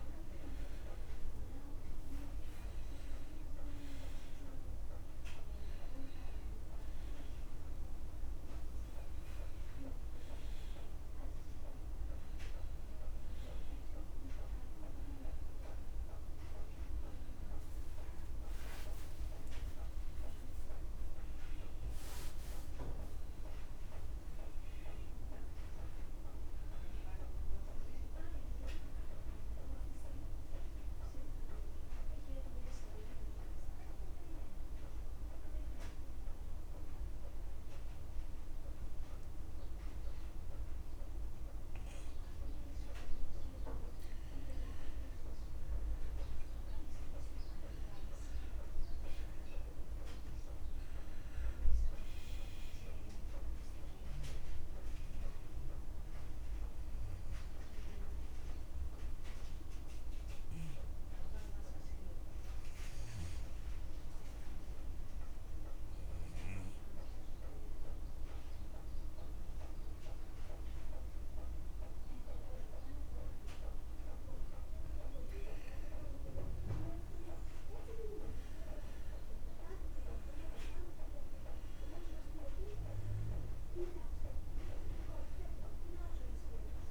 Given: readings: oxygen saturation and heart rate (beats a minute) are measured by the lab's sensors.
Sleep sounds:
a person partly awake in a sleep study, hard to hear, by a room microphone; 2
0.00-8.50 s: oxygen desaturation (device-marked, oxygen 83% lowest)
11.50-13.50 s: long interval between heartbeats (device-marked)
28.50-58.50 s: new sleep stage, N1 (lightest sleep)
32.00-44.00 s: obstructive apnea (oxygen 98% before, 88% lowest)
36.50-73.50 s: oxygen desaturation (device-marked, oxygen 98% before, 88% lowest)
46.50-50.00 s: arousal
58.50-86.91 s: new sleep stage, N2 (light sleep)
64.00-75.50 s: obstructive apnea (oxygen 97% before, 88% lowest)
74.00-76.00 s: long interval between heartbeats (device-marked)
77.50-81.50 s: arousal
83.50-86.91 s: oxygen desaturation (device-marked, oxygen 96% before, 90% lowest)
From the record:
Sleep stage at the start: awake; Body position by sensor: on the back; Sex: male

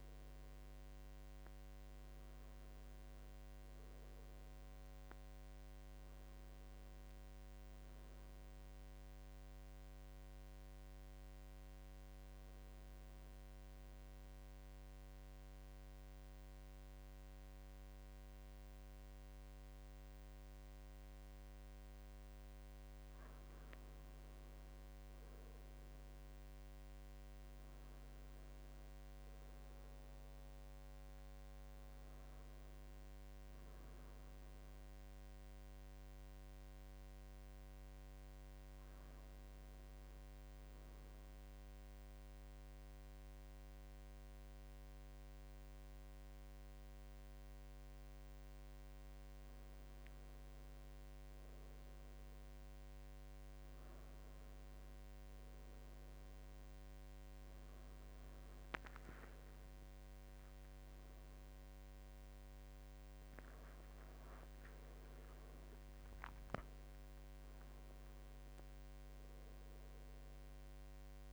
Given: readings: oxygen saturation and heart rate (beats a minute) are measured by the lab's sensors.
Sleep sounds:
breathing in sleep, hard to hear, by a microphone on the trachea; 1
1.00-21.00 s: oxygen desaturation (device-marked, oxygen 93% before, 90% lowest, heart rate 80 before, 72 extreme)
1.50-5.00 s: arousal
13.50-24.00 s: central apnea (oxygen 94% before, 89% lowest, heart rate 80 before, 73 extreme, up 8 after)
26.50-31.00 s: arousal
34.00-48.00 s: oxygen desaturation (device-marked, oxygen 94% before, 90% lowest, heart rate 77 before, 73 extreme)
50.00-71.33 s: new sleep stage, N1 (lightest sleep)
60.50-65.50 s: arousal
From the record:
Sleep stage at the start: N2 (light sleep); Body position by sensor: on the right side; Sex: male

